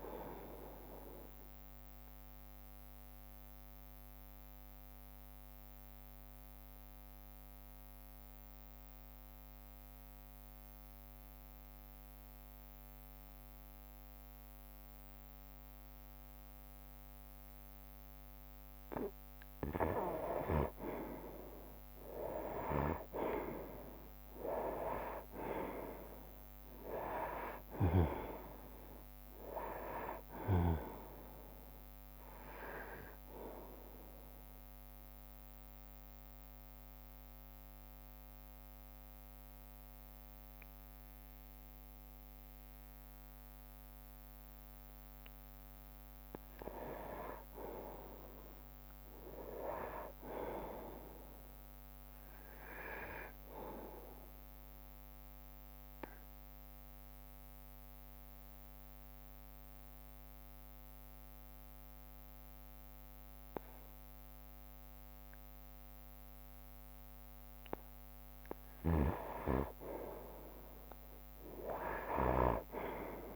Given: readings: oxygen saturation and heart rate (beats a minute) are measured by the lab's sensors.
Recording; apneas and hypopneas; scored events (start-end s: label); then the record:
breathing in sleep by a microphone on the trachea; 3
1.50-18.00 s: obstructive apnea (oxygen 98% before, 90% lowest, heart rate 62 before, 59 extreme, up 11 after)
2.50-12.50 s: oxygen desaturation (device-marked, oxygen 98% before, 95% lowest, heart rate 62 before, 60 extreme)
20.50-24.50 s: arousal
21.50-34.50 s: drop in pulse transit time (device-marked, heart rate 62 before, 64 extreme)
23.50-49.50 s: oxygen desaturation (device-marked, oxygen 96% before, 90% lowest, heart rate 62 before, 58 extreme)
25.00-27.00 s: long interval between heartbeats (device-marked, heart rate 62 before, 69 extreme)
34.00-45.50 s: obstructive apnea (oxygen 96% before, 90% lowest, heart rate 66 before, 58 extreme, up 6 after)
37.50-44.50 s: bradycardia (device-marked, heart rate 67 before, 58 extreme)
47.50-50.50 s: arousal
53.50-68.00 s: obstructive apnea (oxygen 97% before, 91% lowest, heart rate 62 before, 59 extreme, up 5 after)
71.50-73.36 s: arousal
From the record:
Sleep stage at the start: N2 (light sleep); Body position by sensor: on the right side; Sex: male